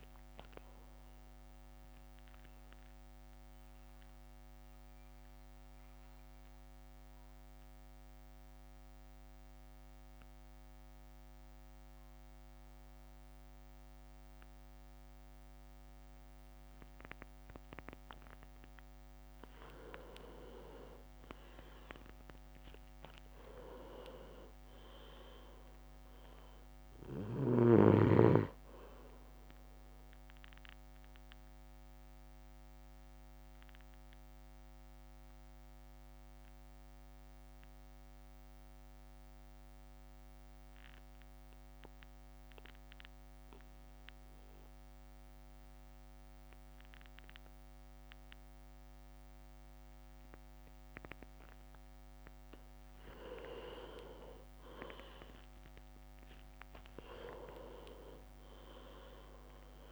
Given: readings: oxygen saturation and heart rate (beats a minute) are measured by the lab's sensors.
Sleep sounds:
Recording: breathing in sleep by a microphone on the trachea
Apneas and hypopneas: 2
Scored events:
1.50-18.50 s: mixed apnea (oxygen 99% before, 94% lowest, heart rate 57 before, 51 extreme, up 11 after)
20.00-21.50 s: leg movement (device-marked)
20.00-25.00 s: arousal
21.50-31.50 s: drop in pulse transit time (device-marked, heart rate 56 before, 56 extreme)
31.50-52.50 s: mixed apnea (oxygen 99% before, 95% lowest, heart rate 58 before, 51 extreme, up 7 after)
53.00-55.50 s: leg movement (device-marked)
53.50-59.92 s: drop in pulse transit time (device-marked, heart rate 54 before, 55 extreme)
54.00-57.50 s: arousal
From the record:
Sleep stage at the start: N2 (light sleep)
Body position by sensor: on the back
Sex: male

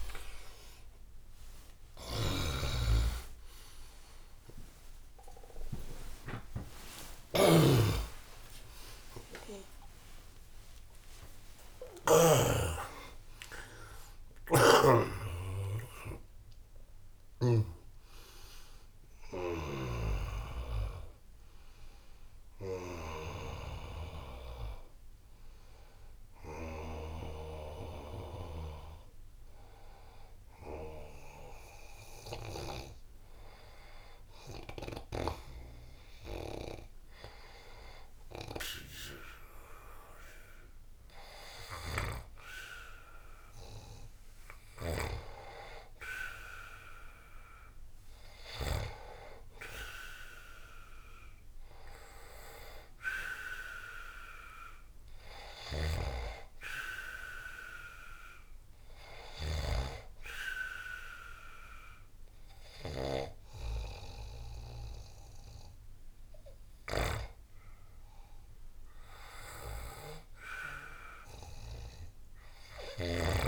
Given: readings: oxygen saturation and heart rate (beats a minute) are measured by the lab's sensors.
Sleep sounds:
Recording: a person partly awake in a sleep study, by a room microphone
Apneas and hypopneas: 1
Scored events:
0.00-12.50 s: oxygen desaturation (device-marked, oxygen 89% lowest, heart rate 74 extreme)
1.50-12.00 s: snoring (device-marked)
4.50-15.50 s: tachycardia (device-marked, heart rate 78 before, 185 extreme)
12.50-73.48 s: new sleep stage, N2 (light sleep)
14.00-17.50 s: snoring (device-marked)
17.50-21.50 s: tachycardia (device-marked, heart rate 79 before, 104 extreme)
19.50-38.50 s: snoring (device-marked)
32.00-42.00 s: hypopnea (oxygen 100% before, 90% lowest, heart rate 115 before, 73 extreme)
43.50-48.00 s: arousal
44.50-48.50 s: snoring (device-marked)
49.50-60.50 s: oxygen desaturation (device-marked, oxygen 99% before, 95% lowest, heart rate 88 before, 73 extreme)
55.00-73.48 s: snoring (device-marked)
From the record:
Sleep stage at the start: awake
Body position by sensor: on the back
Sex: male

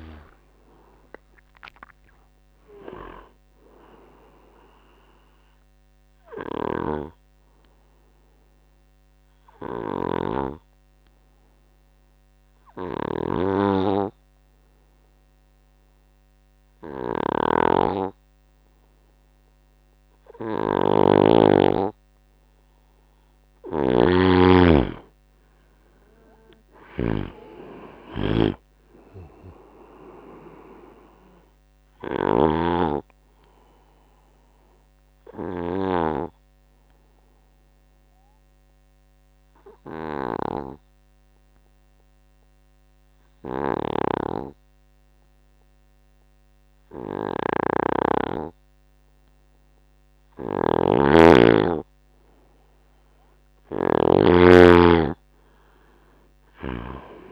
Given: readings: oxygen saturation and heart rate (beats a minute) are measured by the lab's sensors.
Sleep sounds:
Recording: breathing in sleep by a microphone on the trachea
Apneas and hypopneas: 2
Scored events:
5.50-21.50 s: hypopnea (oxygen 97% before, 91% lowest, heart rate 86 before, 59 extreme, up 14 after)
6.50-36.00 s: snoring (device-marked)
24.00-28.00 s: arousal
28.00-52.00 s: oxygen desaturation (device-marked, oxygen 98% before, 91% lowest, heart rate 65 before, 60 extreme)
36.00-49.50 s: obstructive apnea (oxygen 98% before, 91% lowest, heart rate 67 before, 60 extreme, up 11 after)
43.50-57.32 s: snoring (device-marked)
55.00-57.32 s: arousal
From the record:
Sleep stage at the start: N2 (light sleep)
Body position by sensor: on the right side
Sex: male

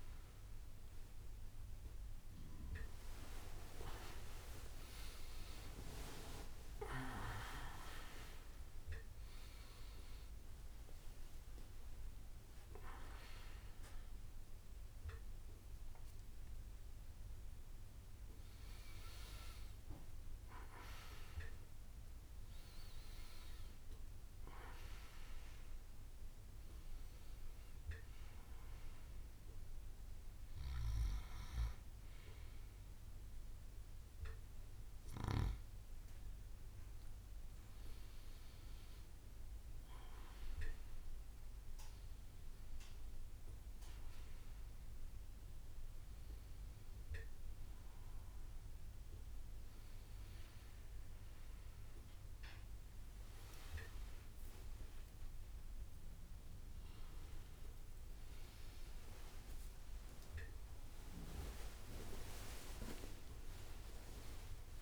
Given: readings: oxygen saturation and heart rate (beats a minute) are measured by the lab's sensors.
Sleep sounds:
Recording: a person awake in a sleep study, by a room microphone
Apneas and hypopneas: none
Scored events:
0.00-1.00 s: long interval between heartbeats (device-marked, heart rate 112 extreme)
0.00-7.50 s: drop in pulse transit time (device-marked, heart rate 47 extreme)
1.50-25.50 s: bradycardia (device-marked, heart rate 61 before, 43 extreme)
2.50-4.50 s: long interval between heartbeats (device-marked, heart rate 76 before, 68 extreme)
55.00-57.00 s: long interval between heartbeats (device-marked)
57.00-59.00 s: long interval between heartbeats (device-marked)
59.00-61.00 s: long interval between heartbeats (device-marked, heart rate 32 before, 93 extreme)
61.50-64.82 s: drop in pulse transit time (device-marked, heart rate 46 before, 78 extreme)
62.50-64.50 s: long interval between heartbeats (device-marked, heart rate 50 before, 90 extreme)
From the record:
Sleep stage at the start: awake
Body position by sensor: on the right side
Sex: male

